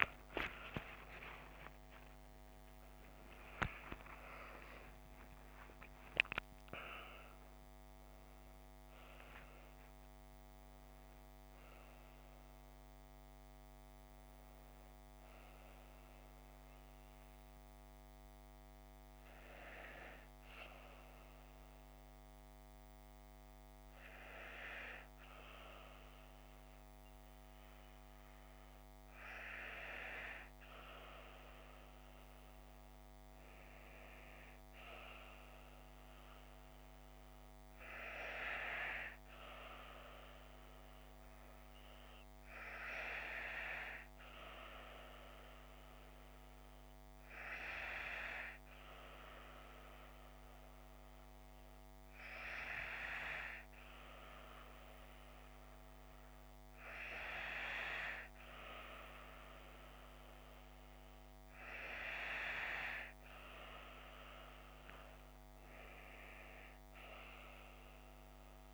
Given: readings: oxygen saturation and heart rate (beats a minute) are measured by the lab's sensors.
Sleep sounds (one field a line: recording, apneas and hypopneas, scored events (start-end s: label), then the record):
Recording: breathing in sleep by a microphone on the trachea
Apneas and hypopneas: 2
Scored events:
0.50-7.00 s: arousal
17.50-29.50 s: hypopnea (oxygen 96% before, 94% lowest)
31.50-35.00 s: arousal
44.00-55.50 s: hypopnea (oxygen 97% before, 94% lowest)
65.00-68.50 s: arousal
From the record:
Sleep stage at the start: N2 (light sleep)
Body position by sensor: on the left side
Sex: female